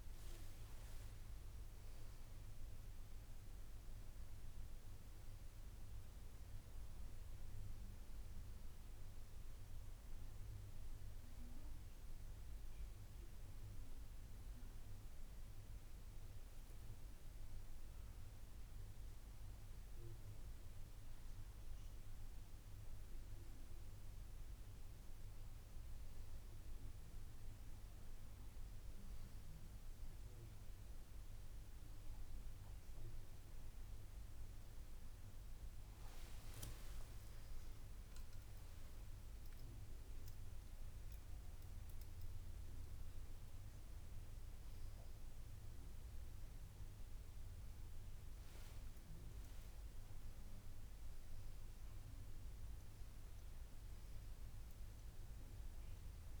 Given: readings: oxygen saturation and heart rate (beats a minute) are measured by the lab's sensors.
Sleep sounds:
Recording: a person awake in a sleep study, hard to hear, by a room microphone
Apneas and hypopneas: none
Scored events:
none scored
From the record:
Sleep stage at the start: awake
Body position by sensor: on the back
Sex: female

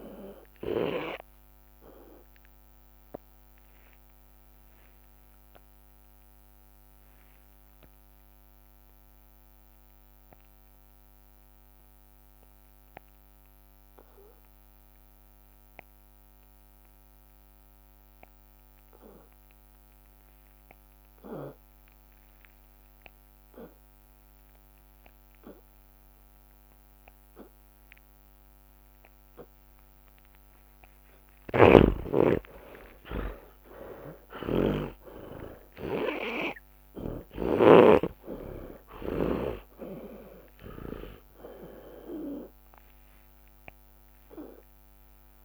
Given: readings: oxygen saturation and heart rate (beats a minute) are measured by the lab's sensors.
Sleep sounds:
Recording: breathing in sleep by a microphone on the trachea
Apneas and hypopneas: 1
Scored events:
0.00-7.00 s: tachycardia (device-marked, heart rate 140 extreme)
0.00-20.00 s: oxygen desaturation (device-marked, oxygen 87% lowest)
5.00-31.50 s: hypopnea (oxygen 95% before, 82% lowest)
31.00-34.50 s: snoring (device-marked)
33.00-39.00 s: arousal
43.00-45.45 s: oxygen desaturation (device-marked, oxygen 94% before, 82% lowest)
From the record:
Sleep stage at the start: N2 (light sleep)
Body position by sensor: on the back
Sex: male

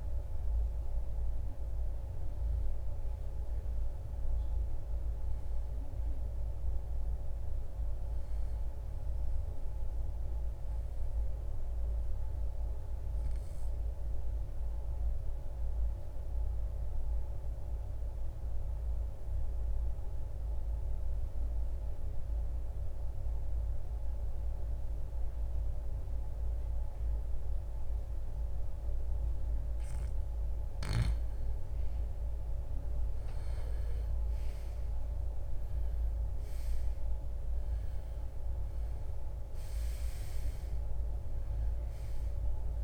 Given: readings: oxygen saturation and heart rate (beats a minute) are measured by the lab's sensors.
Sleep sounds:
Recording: breathing in sleep, hard to hear, by a room microphone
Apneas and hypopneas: 1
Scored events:
0.00-2.50 s: oxygen desaturation (device-marked, oxygen 85% lowest, heart rate 60 extreme)
12.00-29.00 s: obstructive apnea (oxygen 97% before, 84% lowest, heart rate 71 before, 56 extreme, up 2 after)
31.50-36.00 s: arousal
From the record:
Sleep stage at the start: REM sleep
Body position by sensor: on the right side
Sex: male

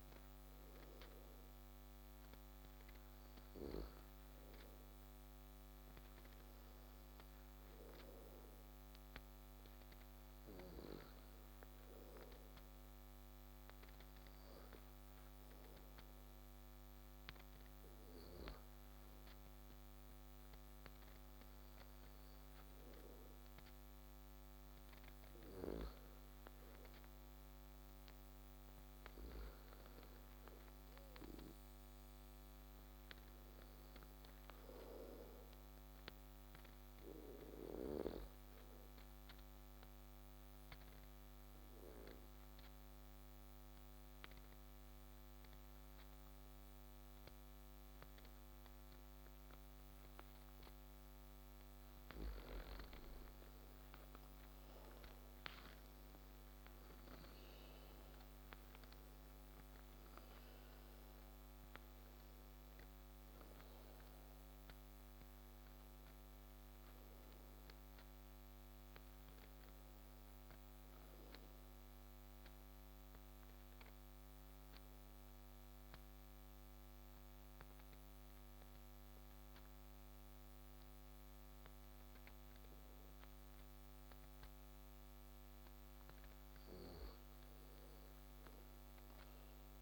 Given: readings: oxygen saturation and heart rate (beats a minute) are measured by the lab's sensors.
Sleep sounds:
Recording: breathing in sleep by a microphone on the trachea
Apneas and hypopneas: 2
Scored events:
0.00-2.00 s: arousal
0.00-4.50 s: oxygen desaturation (device-marked, oxygen 96% lowest)
35.50-50.50 s: obstructive apnea (oxygen 95% before, 87% lowest)
52.50-58.50 s: arousal
60.50-82.50 s: oxygen desaturation (device-marked, oxygen 93% before, 87% lowest)
71.00-85.50 s: mixed apnea (oxygen 93% before, 87% lowest)
From the record:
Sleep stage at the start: N2 (light sleep)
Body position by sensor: on the back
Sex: male

